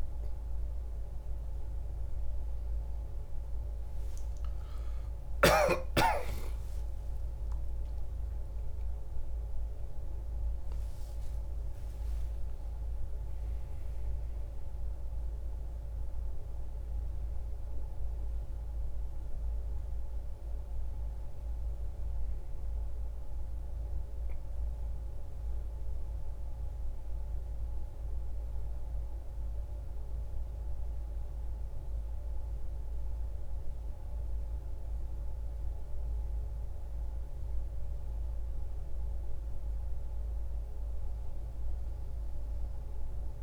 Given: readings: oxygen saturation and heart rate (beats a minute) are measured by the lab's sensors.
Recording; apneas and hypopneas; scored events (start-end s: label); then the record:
breathing in sleep, hard to hear, by a room microphone; none
2.00-9.00 s: oxygen desaturation (device-marked, oxygen 95% before, 92% lowest)
From the record:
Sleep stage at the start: N1 (lightest sleep); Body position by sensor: on the back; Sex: male